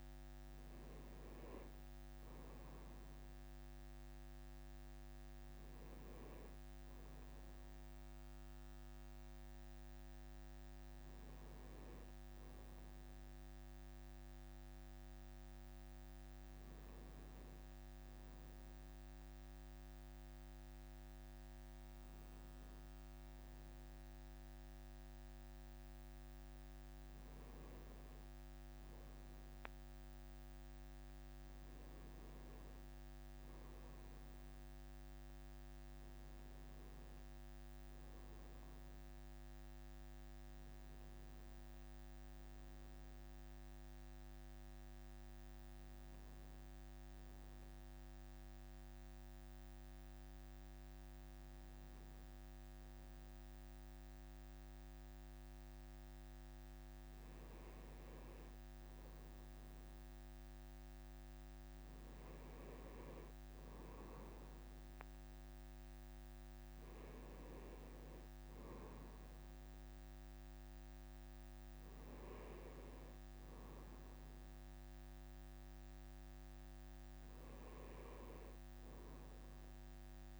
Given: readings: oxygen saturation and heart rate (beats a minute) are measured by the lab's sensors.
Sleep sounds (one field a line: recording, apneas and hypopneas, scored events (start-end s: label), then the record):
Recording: breathing in sleep, hard to hear, by a microphone on the trachea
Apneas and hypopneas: none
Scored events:
none scored
From the record:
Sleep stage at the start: N2 (light sleep)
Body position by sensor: on the right side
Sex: male